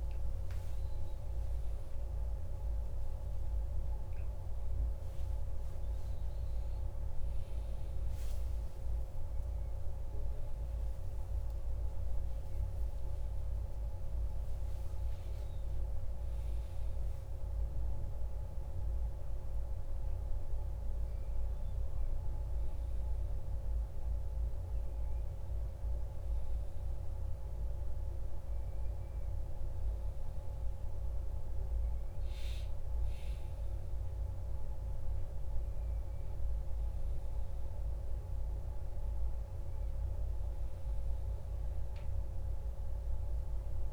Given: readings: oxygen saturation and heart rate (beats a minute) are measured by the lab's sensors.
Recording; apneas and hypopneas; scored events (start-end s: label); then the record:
a person awake in a sleep study, hard to hear, by a room microphone; none
30.50-43.93 s: new sleep stage, N1 (lightest sleep)
From the record:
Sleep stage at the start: awake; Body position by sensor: on the back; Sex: male